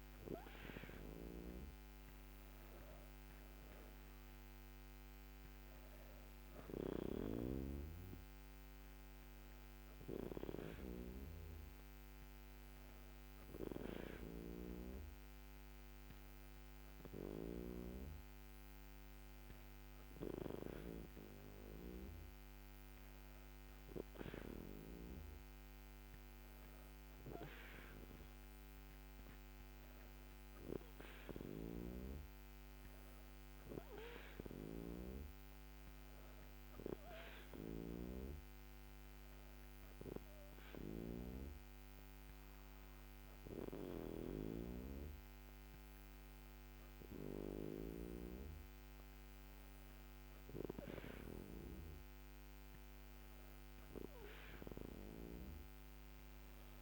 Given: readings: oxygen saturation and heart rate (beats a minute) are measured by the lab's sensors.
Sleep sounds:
breathing in sleep by a microphone on the trachea; none
none scored
From the record:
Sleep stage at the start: N2 (light sleep); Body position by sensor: on the back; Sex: female

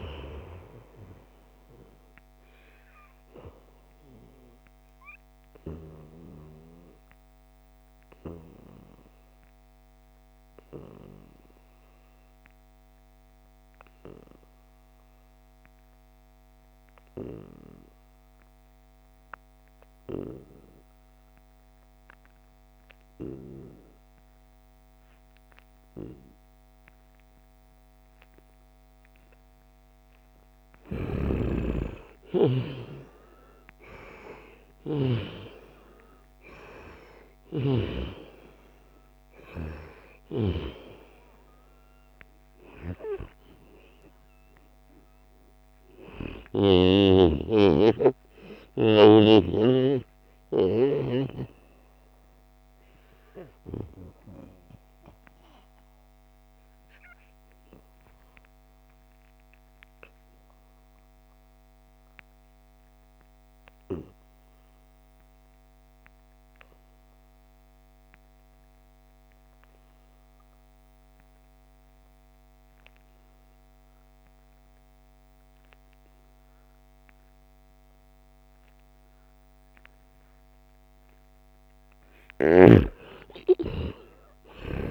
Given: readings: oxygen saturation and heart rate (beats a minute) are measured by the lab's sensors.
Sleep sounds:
breathing in sleep by a microphone on the trachea; 2
0.00-9.50 s: oxygen desaturation (device-marked, oxygen 88% lowest, heart rate 68 extreme)
2.00-29.00 s: obstructive apnea (oxygen 97% before, 88% lowest, heart rate 80 before, 68 extreme, up 4 after)
28.50-54.50 s: oxygen desaturation (device-marked, oxygen 97% before, 89% lowest, heart rate 73 before, 69 extreme)
30.50-34.00 s: arousal
51.00-80.50 s: obstructive apnea (oxygen 96% before, 86% lowest, heart rate 78 before, 68 extreme, up 1 after)
71.50-84.91 s: oxygen desaturation (device-marked, oxygen 98% before, 86% lowest, heart rate 77 before, 68 extreme)
82.00-84.91 s: arousal
From the record:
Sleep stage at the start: N2 (light sleep); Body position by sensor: on the back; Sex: male

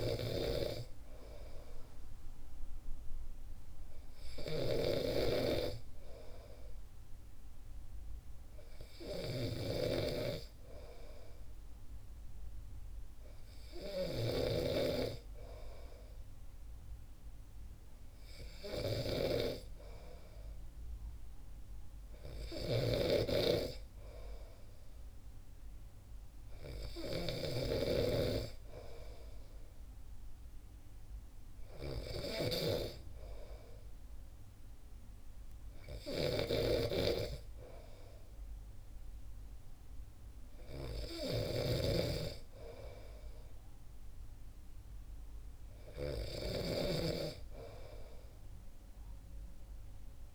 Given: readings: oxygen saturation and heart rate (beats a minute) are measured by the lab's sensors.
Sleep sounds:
breathing in sleep by a room microphone; none
0.00-50.35 s: snoring (device-marked)
From the record:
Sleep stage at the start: N2 (light sleep); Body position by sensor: on the back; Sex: male

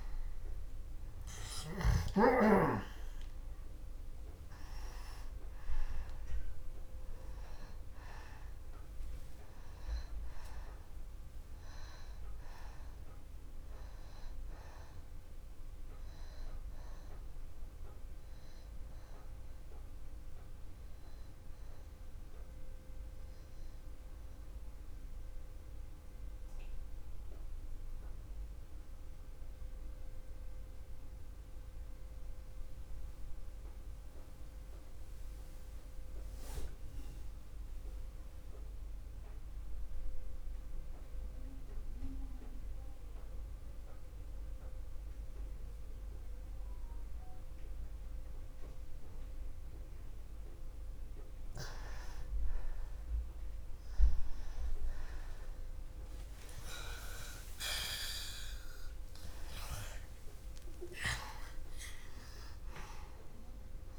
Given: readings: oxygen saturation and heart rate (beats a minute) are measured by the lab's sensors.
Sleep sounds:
breathing in sleep by a room microphone; 1
0.00-1.50 s: arousal
0.50-36.50 s: oxygen desaturation (device-marked, oxygen 97% before, 85% lowest, heart rate 73 before, 62 extreme)
24.00-51.00 s: mixed apnea (oxygen 97% before, 82% lowest, heart rate 70 before, 62 extreme, up 9 after)
53.50-63.99 s: oxygen desaturation (device-marked, oxygen 97% before, 82% lowest, heart rate 63 before, 61 extreme)
56.50-61.00 s: arousal
From the record:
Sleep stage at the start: N2 (light sleep); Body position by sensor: on the back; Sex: male

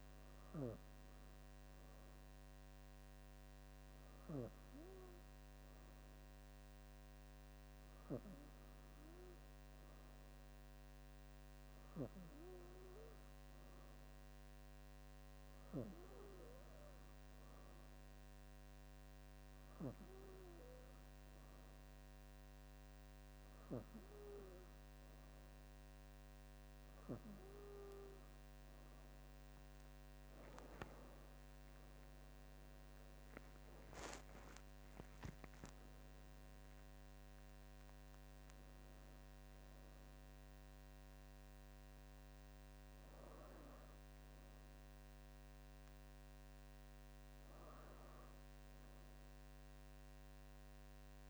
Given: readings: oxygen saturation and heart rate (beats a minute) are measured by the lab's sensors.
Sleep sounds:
breathing in sleep by a microphone on the trachea; none
30.50-35.50 s: arousal
From the record:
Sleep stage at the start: N2 (light sleep); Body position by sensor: on the back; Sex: female

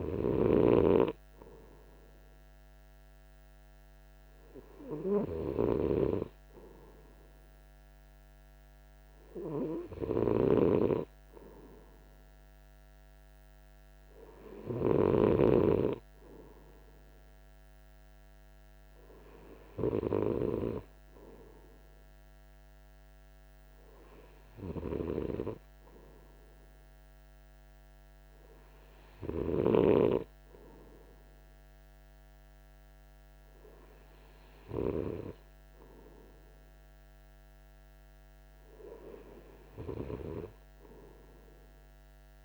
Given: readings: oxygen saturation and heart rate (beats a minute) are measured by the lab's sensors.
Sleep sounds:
breathing in sleep by a microphone on the trachea; none
none scored
From the record:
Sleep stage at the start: N3 (deep sleep); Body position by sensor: on the right side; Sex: male

